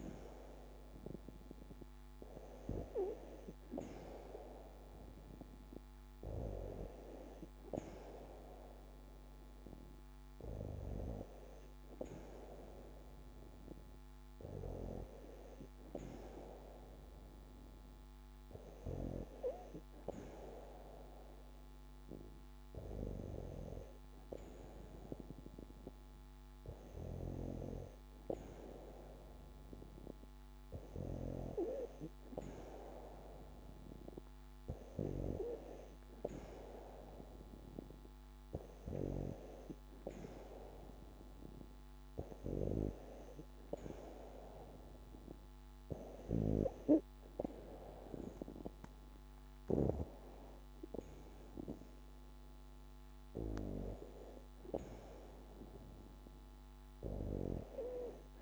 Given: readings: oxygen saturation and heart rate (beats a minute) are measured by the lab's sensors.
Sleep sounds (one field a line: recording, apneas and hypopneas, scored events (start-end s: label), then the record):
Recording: breathing in sleep by a microphone on the trachea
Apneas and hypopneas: none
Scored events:
none scored
From the record:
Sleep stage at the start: N2 (light sleep)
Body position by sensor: on the back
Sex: female